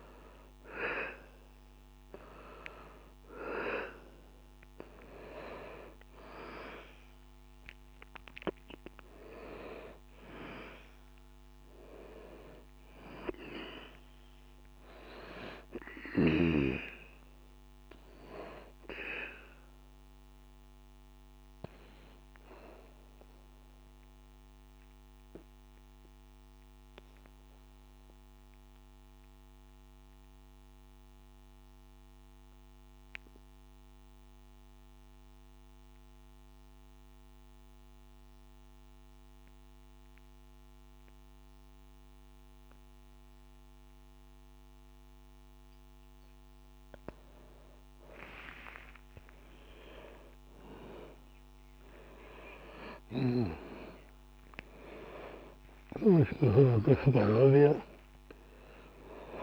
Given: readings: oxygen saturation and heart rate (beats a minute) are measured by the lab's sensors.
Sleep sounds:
breathing in sleep by a microphone on the trachea; 1
2.50-36.50 s: oxygen desaturation (device-marked, oxygen 97% before, 83% lowest, heart rate 62 before, 61 extreme)
19.50-47.00 s: obstructive apnea (oxygen 97% before, 83% lowest, heart rate 61 before, 61 extreme, up 0 after)
48.50-53.50 s: arousal
From the record:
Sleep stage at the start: N2 (light sleep); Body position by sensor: on the back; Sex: male

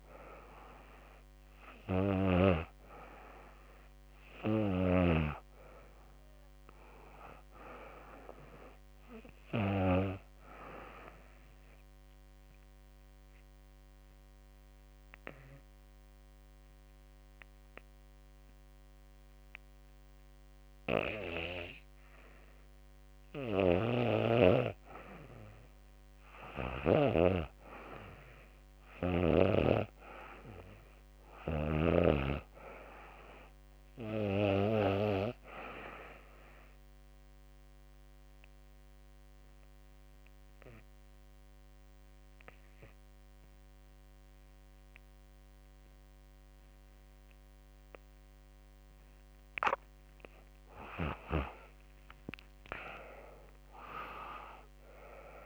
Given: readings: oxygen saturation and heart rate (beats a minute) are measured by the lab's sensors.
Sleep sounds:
breathing in sleep by a microphone on the trachea; 2
0.00-4.00 s: snoring (device-marked)
0.00-6.50 s: oxygen desaturation (device-marked, oxygen 90% lowest, heart rate 68 extreme)
10.00-22.00 s: obstructive apnea (oxygen 98% before, 87% lowest, heart rate 75 before, 68 extreme, up 7 after)
25.00-28.00 s: arousal
26.50-43.50 s: oxygen desaturation (device-marked, oxygen 95% before, 89% lowest, heart rate 72 before, 75 extreme)
35.00-48.00 s: obstructive apnea (oxygen 95% before, 87% lowest, heart rate 72 before, 75 extreme, up 9 after)
50.00-54.50 s: arousal
From the record:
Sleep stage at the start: N2 (light sleep); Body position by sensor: on the back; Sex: female

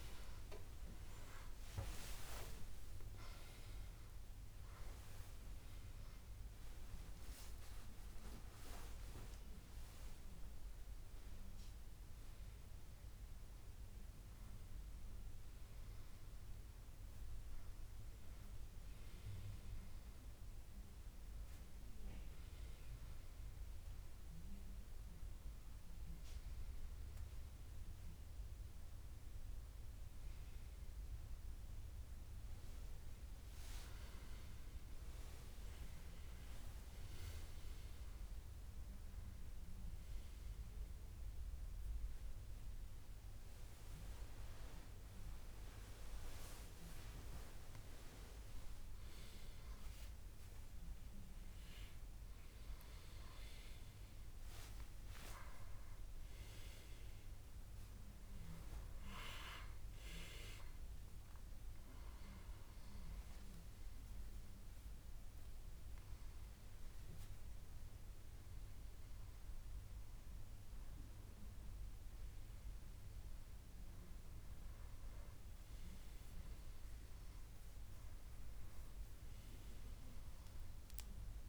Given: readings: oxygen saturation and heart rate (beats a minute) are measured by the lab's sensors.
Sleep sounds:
breathing in sleep by a room microphone; none
2.50-4.50 s: long interval between heartbeats (device-marked, heart rate 77 before, 90 extreme)
30.00-32.00 s: long interval between heartbeats (device-marked, heart rate 78 before, 78 extreme)
52.50-56.00 s: arousal
70.50-81.49 s: new sleep stage, N2 (light sleep)
From the record:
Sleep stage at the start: N1 (lightest sleep); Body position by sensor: on the back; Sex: male

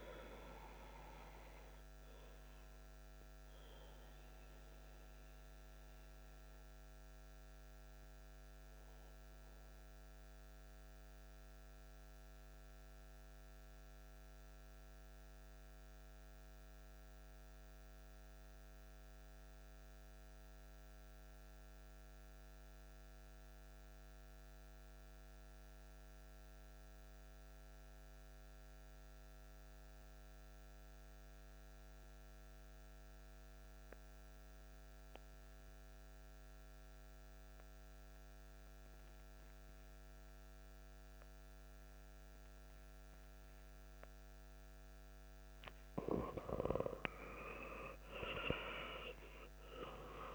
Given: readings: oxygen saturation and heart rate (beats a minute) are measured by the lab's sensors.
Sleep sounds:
breathing in sleep by a microphone on the trachea; 1
0.00-14.50 s: oxygen desaturation (device-marked, oxygen 93% lowest)
0.50-44.50 s: mixed apnea (oxygen 98% before, 89% lowest)
35.50-50.35 s: oxygen desaturation (device-marked, oxygen 97% before, 89% lowest)
45.50-50.00 s: arousal
From the record:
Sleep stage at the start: N2 (light sleep); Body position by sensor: on the back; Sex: male

